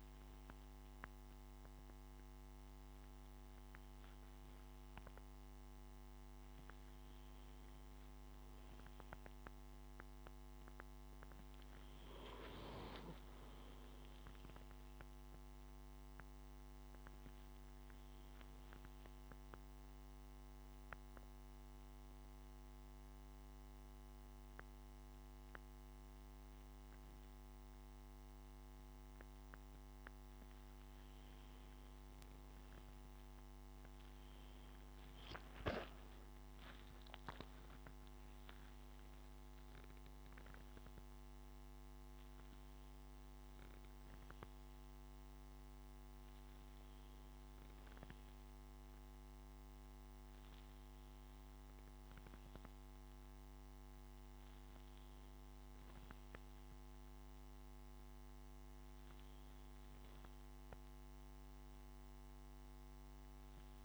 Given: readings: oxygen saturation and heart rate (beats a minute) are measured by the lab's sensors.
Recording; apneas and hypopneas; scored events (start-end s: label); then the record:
breathing in sleep, hard to hear, by a microphone on the trachea; 1
19.50-32.00 s: obstructive apnea (oxygen 95% before, 94% lowest, heart rate 70 before, 66 extreme, up 7 after)
34.00-38.00 s: arousal
From the record:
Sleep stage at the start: N2 (light sleep); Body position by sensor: on the back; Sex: male